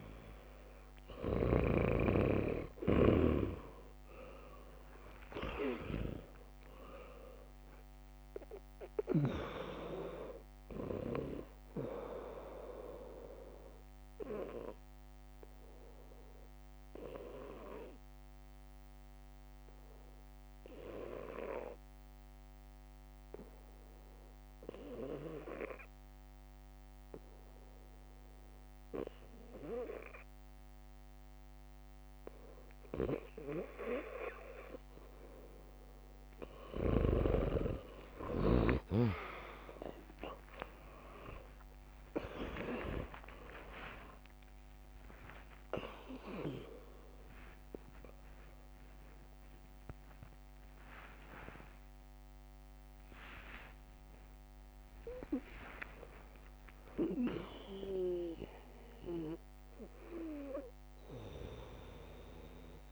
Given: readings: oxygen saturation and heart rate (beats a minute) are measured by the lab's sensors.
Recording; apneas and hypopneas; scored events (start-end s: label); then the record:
a person partly awake in a sleep study, by a microphone on the trachea; 1
0.00-1.50 s: snoring (device-marked)
2.50-7.50 s: arousal
4.00-17.00 s: drop in pulse transit time (device-marked, heart rate 60 before, 64 extreme)
5.00-7.00 s: long interval between heartbeats (device-marked, heart rate 60 before, 73 extreme)
12.00-34.50 s: obstructive apnea (oxygen 99% before, 96% lowest, heart rate 68 before, 55 extreme, up 20 after)
24.00-35.00 s: bradycardia (device-marked, heart rate 71 before, 56 extreme)
30.00-60.00 s: new sleep stage, awake
37.00-62.92 s: drop in pulse transit time (device-marked, heart rate 64 before, 55 extreme)
41.00-62.92 s: oxygen desaturation (device-marked, oxygen 100% before, 96% lowest, heart rate 62 before, 55 extreme)
45.00-47.00 s: long interval between heartbeats (device-marked, heart rate 63 before, 76 extreme)
50.50-52.50 s: long interval between heartbeats (device-marked, heart rate 67 before, 73 extreme)
54.00-58.00 s: bradycardia (device-marked, heart rate 72 before, 59 extreme)
60.00-62.92 s: new sleep stage, N1 (lightest sleep)
From the record:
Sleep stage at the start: N2 (light sleep); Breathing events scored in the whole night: 409 in 4.5 hours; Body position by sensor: on the back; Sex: female